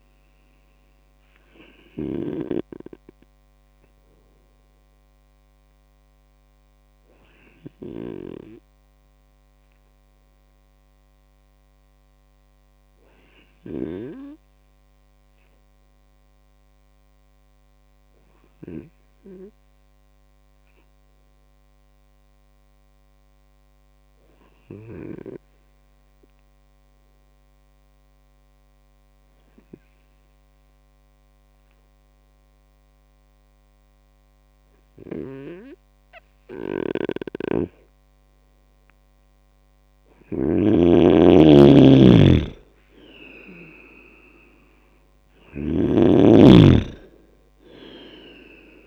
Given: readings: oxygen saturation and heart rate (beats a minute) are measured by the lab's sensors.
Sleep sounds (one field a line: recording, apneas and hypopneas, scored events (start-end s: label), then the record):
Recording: breathing in sleep by a microphone on the trachea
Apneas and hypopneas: 1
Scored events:
0.00-1.50 s: oxygen desaturation (device-marked, oxygen 96% lowest, heart rate 57 extreme)
0.00-2.00 s: snoring (device-marked)
14.50-36.00 s: obstructive apnea (oxygen 99% before, 97% lowest, heart rate 62 before, 55 extreme, up 10 after)
34.50-48.87 s: snoring (device-marked)
38.50-42.00 s: arousal
From the record:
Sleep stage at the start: N2 (light sleep)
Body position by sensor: on the right side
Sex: male